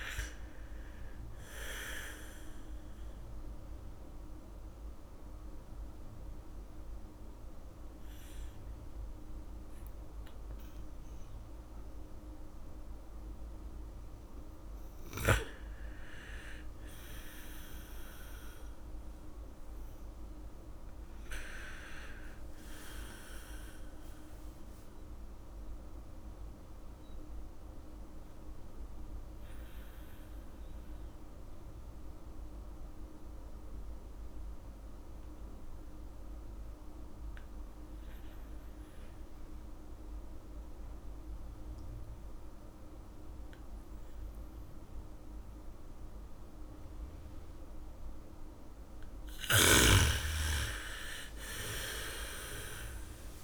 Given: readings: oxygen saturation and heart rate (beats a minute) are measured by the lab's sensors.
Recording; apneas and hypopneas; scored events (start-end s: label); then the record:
breathing in sleep by a room microphone; 2
0.00-11.50 s: oxygen desaturation (device-marked, oxygen 84% lowest, heart rate 46 extreme)
4.00-15.00 s: central apnea (oxygen 98% before, 84% lowest, heart rate 69 before, 75 extreme, up 1 after)
16.00-21.00 s: arousal
28.50-49.00 s: obstructive apnea (oxygen 99% before, 84% lowest, heart rate 83 before, 57 extreme)
44.50-53.44 s: oxygen desaturation (device-marked, oxygen 98% before, 84% lowest, heart rate 79 before, 54 extreme)
49.50-52.50 s: bradycardia (device-marked, heart rate 73 before, 65 extreme)
50.00-53.44 s: arousal
From the record:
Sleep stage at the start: N2 (light sleep); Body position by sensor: on the back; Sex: female